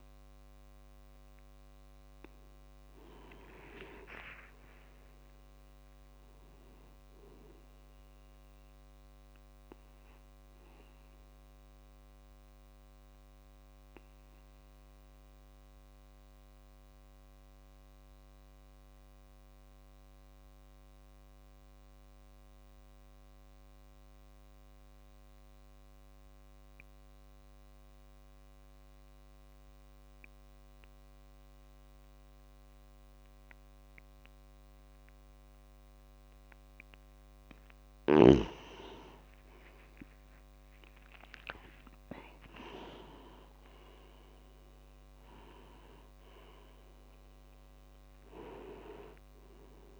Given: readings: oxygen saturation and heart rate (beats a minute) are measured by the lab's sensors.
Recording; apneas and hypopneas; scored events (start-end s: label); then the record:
breathing in sleep by a microphone on the trachea; 1
2.50-7.00 s: arousal
11.00-37.00 s: obstructive apnea (oxygen 98% before, 89% lowest)
34.50-50.00 s: oxygen desaturation (device-marked, oxygen 97% before, 89% lowest)
39.00-43.50 s: arousal
From the record:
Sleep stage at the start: N2 (light sleep); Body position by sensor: on the back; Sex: male